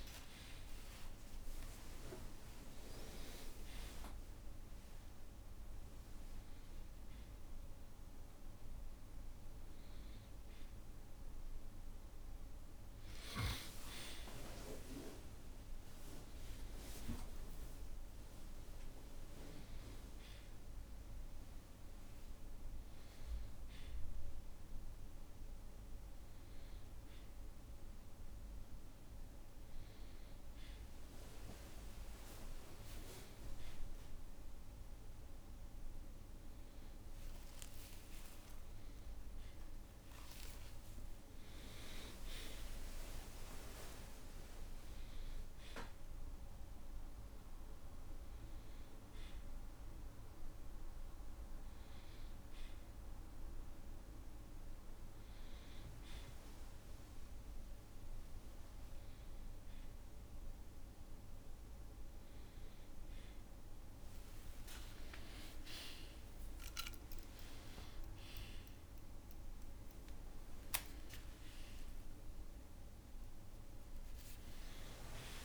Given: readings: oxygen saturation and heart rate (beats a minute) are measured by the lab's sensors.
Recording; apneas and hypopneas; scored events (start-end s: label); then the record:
a person awake in a sleep study, by a room microphone; none
9.50-39.50 s: new sleep stage, N1 (lightest sleep)
36.50-41.50 s: tachycardia (device-marked, heart rate 76 before, 119 extreme)
39.00-41.00 s: long interval between heartbeats (device-marked, heart rate 66 before, 91 extreme)
39.50-75.45 s: new sleep stage, awake
64.00-66.00 s: long interval between heartbeats (device-marked, heart rate 70 before, 72 extreme)
From the record:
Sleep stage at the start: awake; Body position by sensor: on the back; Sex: male